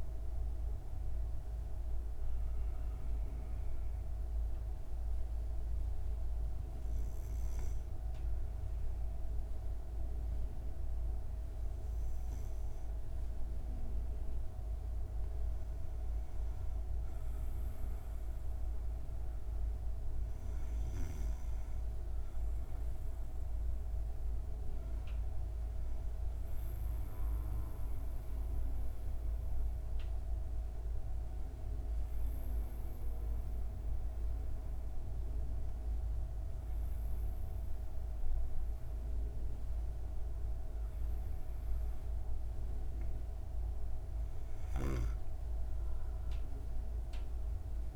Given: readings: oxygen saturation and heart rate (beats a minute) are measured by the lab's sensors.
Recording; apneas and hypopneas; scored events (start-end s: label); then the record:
breathing in sleep, hard to hear, by a room microphone; 1
2.50-14.00 s: hypopnea (oxygen 96% before, 93% lowest)
16.50-20.00 s: arousal
22.00-37.00 s: oxygen desaturation (device-marked, oxygen 97% before, 93% lowest)
From the record:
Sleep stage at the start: N2 (light sleep); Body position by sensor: on the back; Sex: female